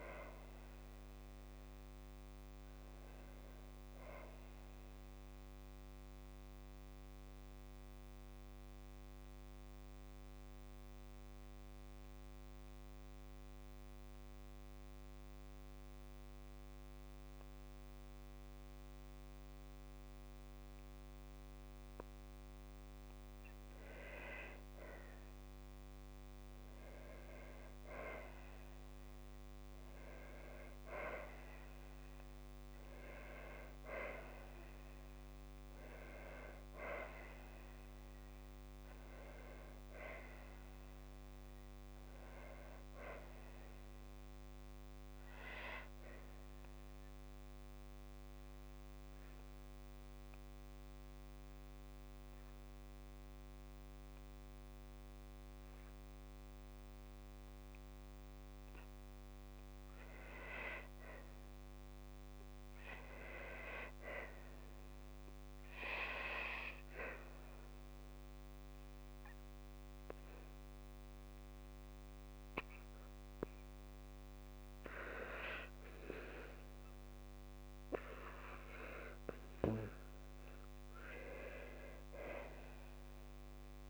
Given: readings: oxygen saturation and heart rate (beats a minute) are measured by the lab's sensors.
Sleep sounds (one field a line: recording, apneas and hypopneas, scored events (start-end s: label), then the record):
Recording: breathing in sleep by a microphone on the trachea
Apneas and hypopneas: 2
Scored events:
0.00-1.00 s: arousal
6.00-23.00 s: mixed apnea (oxygen 98% before, 95% lowest, heart rate 58 before, 56 extreme, up 2 after)
25.50-28.50 s: arousal
47.00-73.50 s: hypopnea (oxygen 99% before, 95% lowest, heart rate 58 before, 55 extreme, up 2 after)
49.00-62.00 s: oxygen desaturation (device-marked, oxygen 99% before, 95% lowest, heart rate 58 before, 55 extreme)
76.00-79.50 s: arousal
From the record:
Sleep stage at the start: N2 (light sleep)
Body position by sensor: on the back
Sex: female